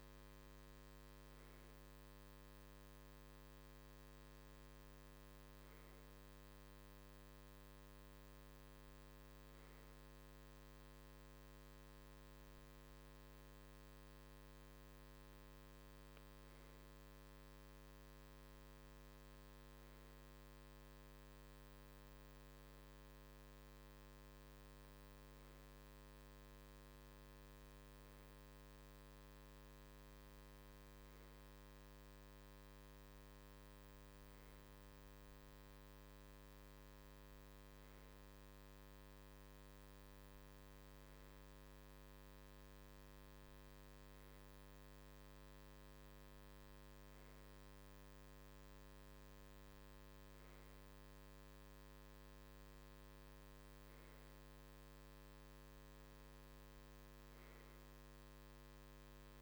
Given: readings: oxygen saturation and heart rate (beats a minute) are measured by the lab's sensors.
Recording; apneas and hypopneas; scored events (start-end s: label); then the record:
breathing in sleep, hard to hear, by a microphone on the trachea; none
none scored
From the record:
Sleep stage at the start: REM sleep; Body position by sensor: on the right side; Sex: male